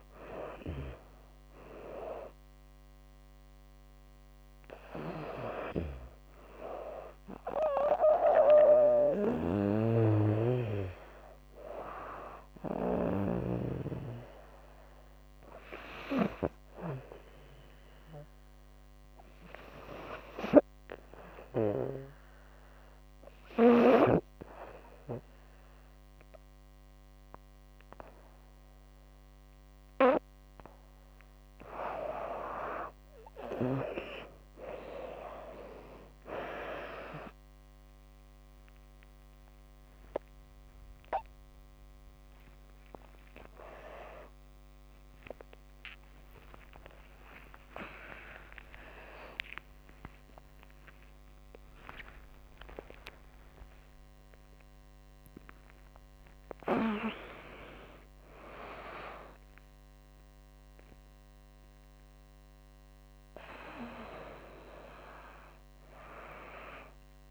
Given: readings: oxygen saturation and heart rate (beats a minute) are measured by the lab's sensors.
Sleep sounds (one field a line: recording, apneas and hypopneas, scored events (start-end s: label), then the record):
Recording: a person partly awake in a sleep study, by a microphone on the trachea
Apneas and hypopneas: 1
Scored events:
0.00-1.50 s: arousal
4.50-12.50 s: snoring (device-marked)
17.00-31.00 s: hypopnea (oxygen 98% before, 93% lowest, heart rate 86 before, 75 extreme, up 22 after)
35.00-67.31 s: new sleep stage, awake
36.50-38.50 s: long interval between heartbeats (device-marked, heart rate 79 before, 96 extreme)
37.00-47.00 s: tachycardia (device-marked, heart rate 80 before, 120 extreme)
41.00-43.00 s: long interval between heartbeats (device-marked, heart rate 84 before, 112 extreme)
44.00-46.00 s: long interval between heartbeats (device-marked, heart rate 89 before, 117 extreme)
46.50-48.50 s: long interval between heartbeats (device-marked, heart rate 93 before, 113 extreme)
48.00-52.00 s: oxygen desaturation (device-marked, oxygen 97% before, 93% lowest, heart rate 97 before, 80 extreme)
52.00-59.00 s: tachycardia (device-marked, heart rate 81 before, 137 extreme)
52.50-54.50 s: long interval between heartbeats (device-marked, heart rate 100 before, 85 extreme)
From the record:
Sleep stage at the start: N2 (light sleep)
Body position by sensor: on the back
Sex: female